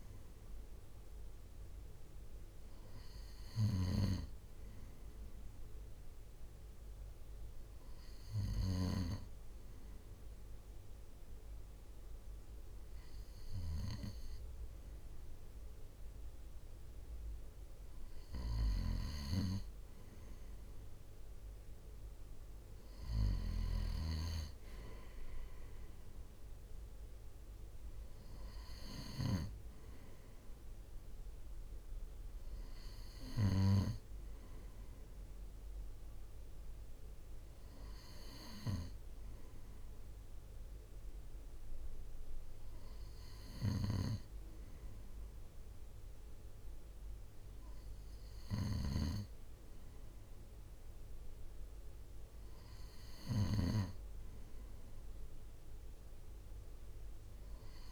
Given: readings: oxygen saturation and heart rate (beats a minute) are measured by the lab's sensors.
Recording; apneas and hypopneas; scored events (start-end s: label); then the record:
breathing in sleep by a room microphone; none
0.00-1.50 s: long interval between heartbeats (device-marked, heart rate 62 extreme)
From the record:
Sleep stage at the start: N2 (light sleep); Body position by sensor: on the right side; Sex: male